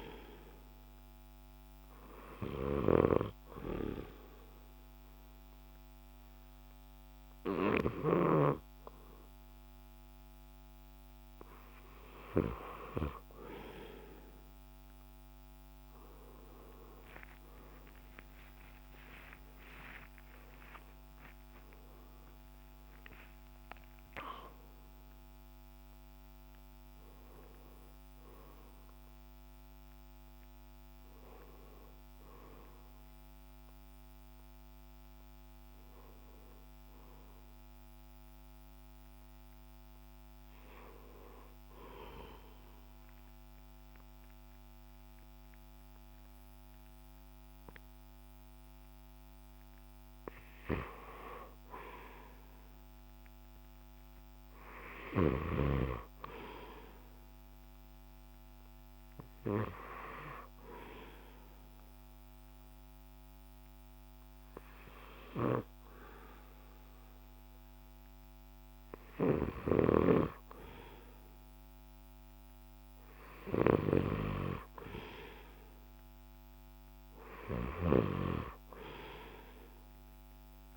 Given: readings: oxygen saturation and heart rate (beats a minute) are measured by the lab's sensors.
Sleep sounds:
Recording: breathing in sleep by a microphone on the trachea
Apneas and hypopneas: 3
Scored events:
0.00-1.50 s: oxygen desaturation (device-marked, oxygen 85% lowest, heart rate 67 extreme)
0.00-3.50 s: snoring (device-marked)
2.50-13.50 s: obstructive apnea (oxygen 92% before, 85% lowest, heart rate 71 before, 67 extreme, up 15 after)
8.50-19.50 s: oxygen desaturation (device-marked, oxygen 94% before, 86% lowest, heart rate 70 before, 67 extreme)
18.00-22.50 s: arousal
19.50-33.50 s: drop in pulse transit time (device-marked, heart rate 70 before, 76 extreme)
31.50-44.50 s: oxygen desaturation (device-marked, oxygen 92% before, 87% lowest, heart rate 76 before, 65 extreme)
41.50-51.50 s: obstructive apnea (oxygen 92% before, 85% lowest, heart rate 78 before, 65 extreme, up 4 after)
54.00-57.50 s: arousal
55.50-74.50 s: oxygen desaturation (device-marked, oxygen 95% before, 85% lowest, heart rate 70 before, 65 extreme)
61.50-73.50 s: obstructive apnea (oxygen 95% before, 85% lowest, heart rate 68 before, 65 extreme, up 6 after)
75.50-78.50 s: arousal
From the record:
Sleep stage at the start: N2 (light sleep)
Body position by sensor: on the left side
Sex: male

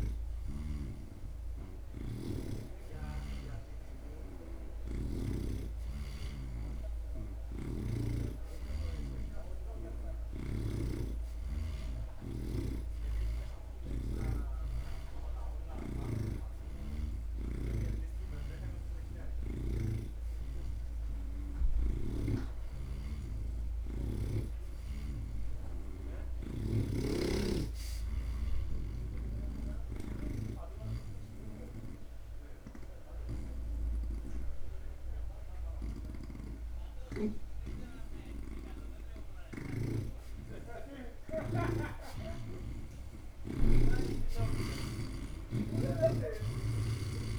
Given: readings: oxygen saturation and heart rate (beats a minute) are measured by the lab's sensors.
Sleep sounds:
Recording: breathing in sleep by a room microphone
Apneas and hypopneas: 1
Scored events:
0.00-10.50 s: oxygen desaturation (device-marked, oxygen 80% lowest)
3.50-47.39 s: new sleep stage, N2 (light sleep)
7.50-17.50 s: snoring (device-marked)
12.50-23.50 s: oxygen desaturation (device-marked, oxygen 86% before, 83% lowest)
22.00-25.50 s: snoring (device-marked)
24.00-27.00 s: arousal
30.50-40.50 s: obstructive apnea (oxygen 86% before, 73% lowest)
42.50-47.00 s: arousal
From the record:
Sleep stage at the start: N3 (deep sleep)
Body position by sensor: on the right side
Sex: male

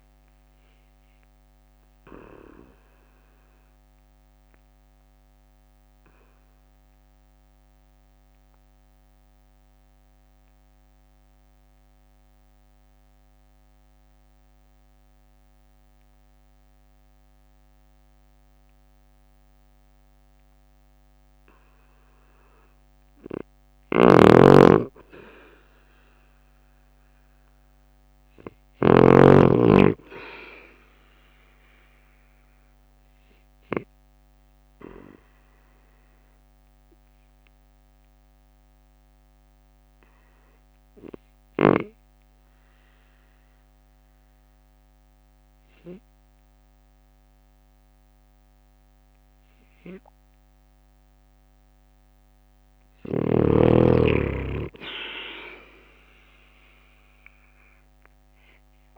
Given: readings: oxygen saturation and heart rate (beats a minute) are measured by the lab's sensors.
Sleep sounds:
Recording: breathing in sleep by a microphone on the trachea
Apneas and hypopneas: 2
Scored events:
0.00-9.00 s: drop in pulse transit time (device-marked, heart rate 51 extreme)
1.50-20.00 s: obstructive apnea (oxygen 97% before, 92% lowest, heart rate 51 before, 49 extreme, up 5 after)
15.00-26.00 s: oxygen desaturation (device-marked, oxygen 98% before, 94% lowest, heart rate 52 before, 49 extreme)
23.50-28.50 s: snoring (device-marked)
26.00-31.00 s: arousal
27.00-41.00 s: drop in pulse transit time (device-marked, heart rate 51 before, 49 extreme)
37.00-50.50 s: obstructive apnea (oxygen 98% before, 92% lowest, heart rate 52 before, 49 extreme, up 9 after)
51.50-55.00 s: arousal
55.00-58.98 s: oxygen desaturation (device-marked, oxygen 96% before, 92% lowest, heart rate 50 before, 48 extreme)
57.00-58.98 s: drop in pulse transit time (device-marked, heart rate 50 before, 49 extreme)
From the record:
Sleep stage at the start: N2 (light sleep)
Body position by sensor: on the right side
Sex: male

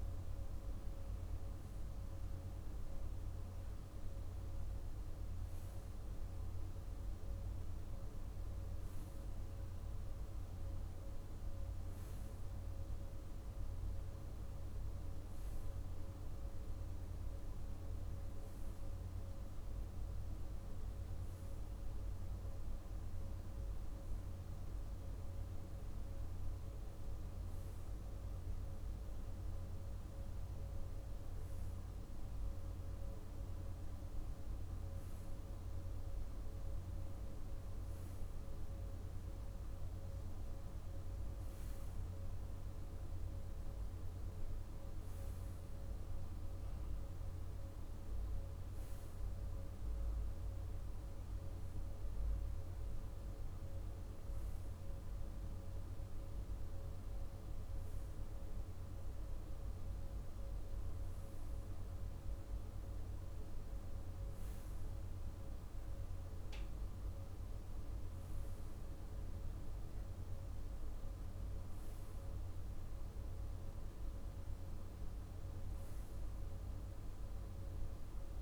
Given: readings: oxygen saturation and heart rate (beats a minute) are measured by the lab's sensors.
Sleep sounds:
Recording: breathing in sleep, hard to hear, by a room microphone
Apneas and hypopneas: none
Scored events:
none scored
From the record:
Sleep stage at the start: REM sleep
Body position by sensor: on the right side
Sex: male

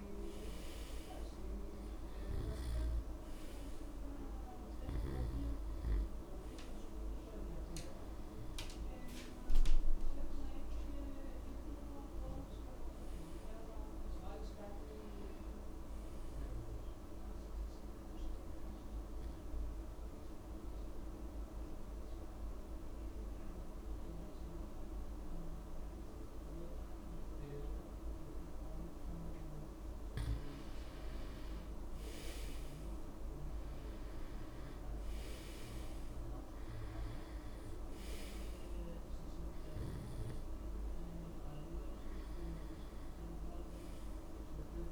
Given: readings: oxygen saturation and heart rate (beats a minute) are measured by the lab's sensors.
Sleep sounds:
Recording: breathing in sleep, hard to hear, by a room microphone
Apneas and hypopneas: 1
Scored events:
6.00-16.00 s: oxygen desaturation (device-marked, oxygen 96% before, 91% lowest)
17.50-30.00 s: obstructive apnea (oxygen 96% before, 90% lowest)
31.50-34.50 s: arousal
36.00-44.92 s: oxygen desaturation (device-marked, oxygen 95% before, 90% lowest)
From the record:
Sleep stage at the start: N2 (light sleep)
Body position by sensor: on the back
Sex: male

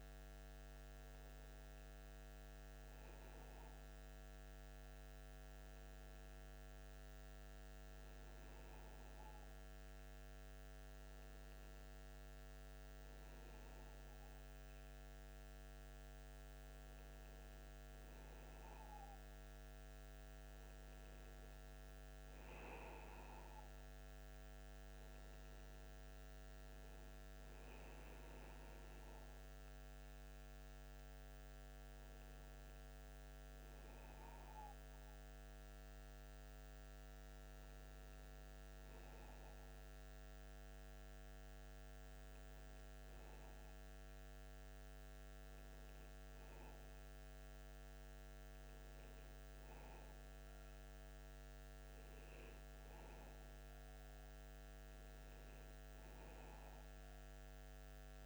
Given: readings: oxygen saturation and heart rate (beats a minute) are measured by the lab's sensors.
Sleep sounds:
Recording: breathing in sleep, hard to hear, by a microphone on the trachea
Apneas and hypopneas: none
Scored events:
none scored
From the record:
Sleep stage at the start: N2 (light sleep)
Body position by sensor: on the back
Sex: male

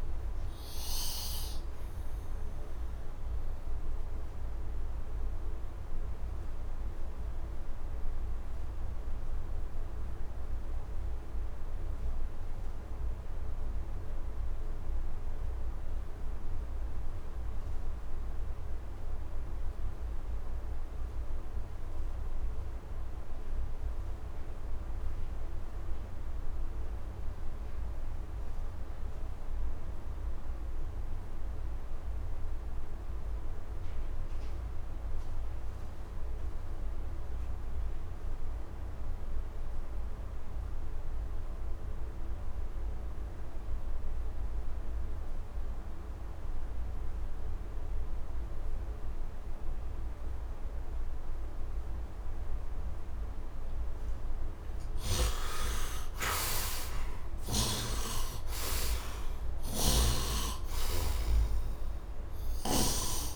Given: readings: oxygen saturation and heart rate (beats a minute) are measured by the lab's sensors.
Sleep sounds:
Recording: breathing in sleep by a room microphone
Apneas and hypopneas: 1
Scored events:
0.00-9.00 s: oxygen desaturation (device-marked, oxygen 69% lowest, heart rate 72 extreme)
0.50-51.50 s: obstructive apnea (oxygen 100% before, 55% lowest, heart rate 87 before, 71 extreme, up 15 after)
18.00-63.35 s: oxygen desaturation (device-marked, oxygen 100% before, 55% lowest, heart rate 76 before, 64 extreme)
53.50-58.50 s: arousal
From the record:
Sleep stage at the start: REM sleep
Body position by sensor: on the right side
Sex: male

